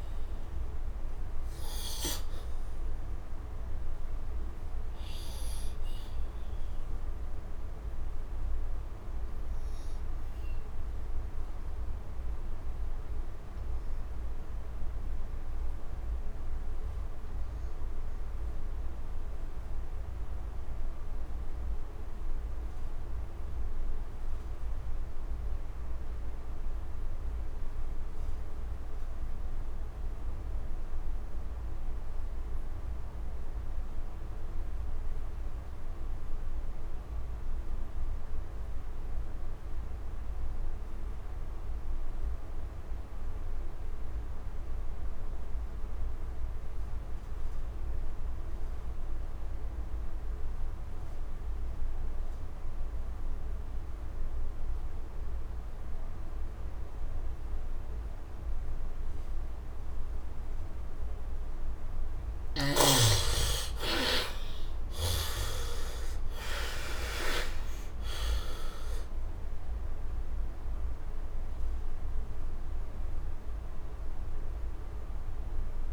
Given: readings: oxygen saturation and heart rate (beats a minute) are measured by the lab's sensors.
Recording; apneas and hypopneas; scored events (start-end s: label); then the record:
breathing in sleep by a room microphone; 1
0.00-20.50 s: oxygen desaturation (device-marked, oxygen 69% lowest, heart rate 62 extreme)
7.50-58.00 s: obstructive apnea (oxygen 97% before, 55% lowest, heart rate 74 before, 64 extreme, up 19 after)
26.50-75.92 s: oxygen desaturation (device-marked, oxygen 99% before, 55% lowest, heart rate 66 before, 64 extreme)
60.50-65.00 s: arousal
From the record:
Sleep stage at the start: N2 (light sleep); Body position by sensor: on the back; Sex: male